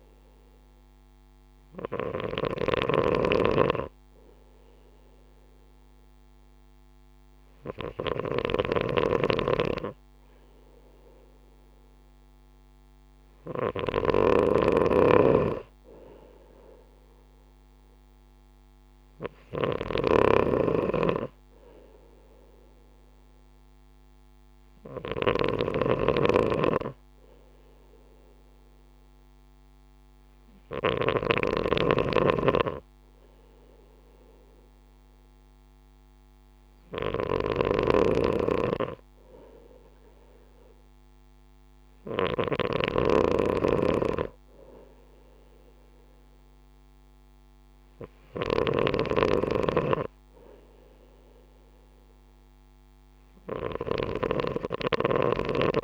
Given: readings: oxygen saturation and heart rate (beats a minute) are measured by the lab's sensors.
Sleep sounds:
breathing in sleep by a microphone on the trachea; none
0.00-55.84 s: snoring (device-marked)
From the record:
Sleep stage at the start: N2 (light sleep); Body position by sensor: on the right side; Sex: male

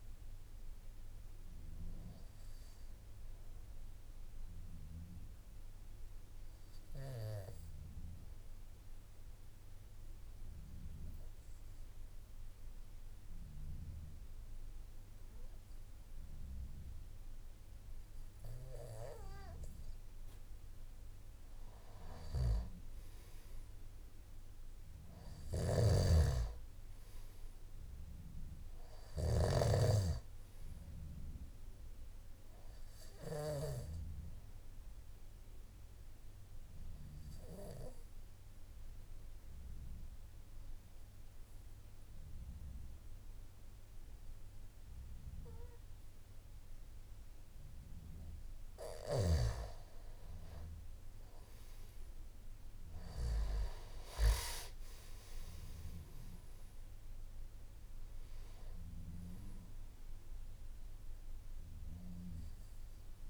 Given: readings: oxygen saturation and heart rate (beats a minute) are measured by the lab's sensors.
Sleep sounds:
breathing in sleep by a room microphone; 2
0.00-11.00 s: oxygen desaturation (device-marked, oxygen 88% lowest, heart rate 51 extreme)
5.00-20.00 s: obstructive apnea (oxygen 97% before, 88% lowest, heart rate 56 before, 52 extreme, up 6 after)
25.50-29.50 s: snoring (device-marked)
35.00-48.50 s: obstructive apnea (oxygen 98% before, 88% lowest, heart rate 56 before, 51 extreme, up 8 after)
36.00-49.00 s: oxygen desaturation (device-marked, oxygen 97% before, 93% lowest, heart rate 56 before, 51 extreme)
From the record:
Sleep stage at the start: N2 (light sleep); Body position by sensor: on the back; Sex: male

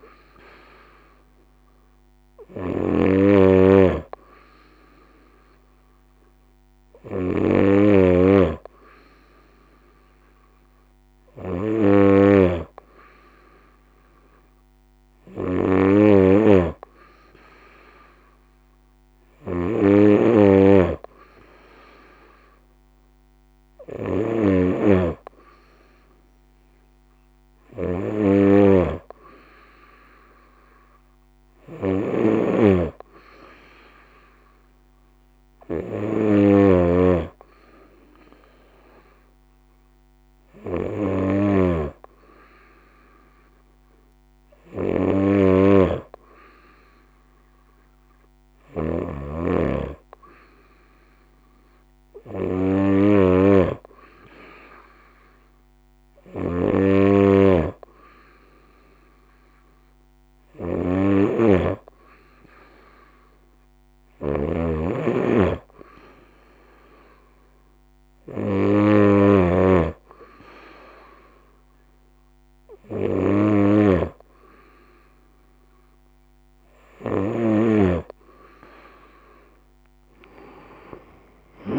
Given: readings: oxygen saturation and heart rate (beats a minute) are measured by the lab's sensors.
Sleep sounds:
breathing in sleep by a microphone on the trachea; none
0.00-81.00 s: snoring (device-marked)
From the record:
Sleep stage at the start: N2 (light sleep); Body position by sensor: on the right side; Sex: female

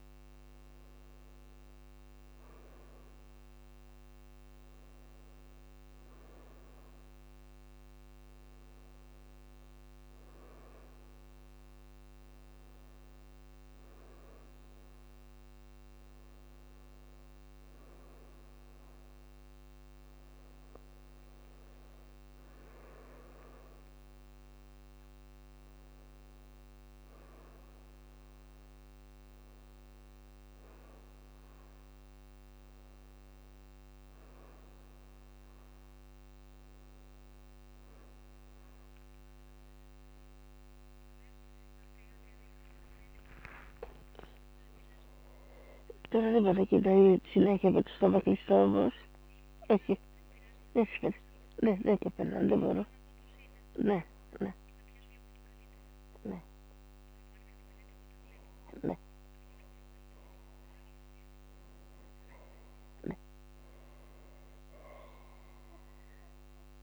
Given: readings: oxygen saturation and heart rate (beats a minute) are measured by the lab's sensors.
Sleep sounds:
a person awake in a sleep study, by a microphone on the trachea; none
none scored
From the record:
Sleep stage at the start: awake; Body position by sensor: on the back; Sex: female

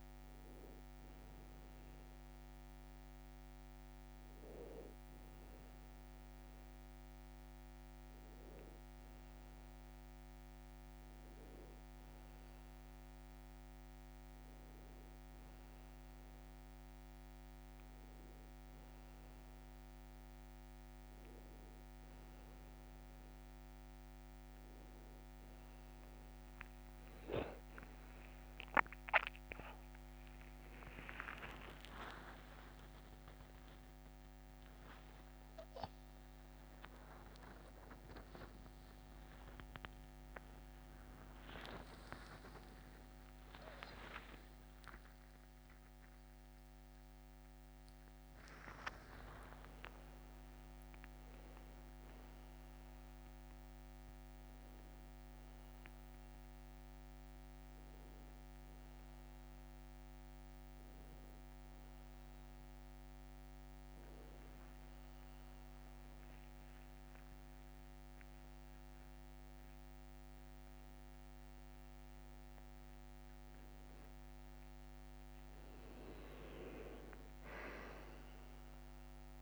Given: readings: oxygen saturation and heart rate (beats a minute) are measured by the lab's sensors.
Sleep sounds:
a person awake in a sleep study, by a microphone on the trachea; none
26.50-33.50 s: tachycardia (device-marked, heart rate 75 before, 135 extreme)
29.50-31.50 s: long interval between heartbeats (device-marked, heart rate 63 before, 101 extreme)
63.50-75.50 s: tachycardia (device-marked, heart rate 73 before, 193 extreme)
65.00-67.00 s: long interval between heartbeats (device-marked, heart rate 63 before, 70 extreme)
67.50-79.42 s: new sleep stage, N1 (lightest sleep)
69.00-71.00 s: long interval between heartbeats (device-marked, heart rate 69 before, 149 extreme)
71.00-73.00 s: long interval between heartbeats (device-marked, heart rate 78 before, 178 extreme)
73.00-75.00 s: long interval between heartbeats (device-marked, heart rate 90 before, 178 extreme)
From the record:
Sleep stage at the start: awake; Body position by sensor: on the back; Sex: male

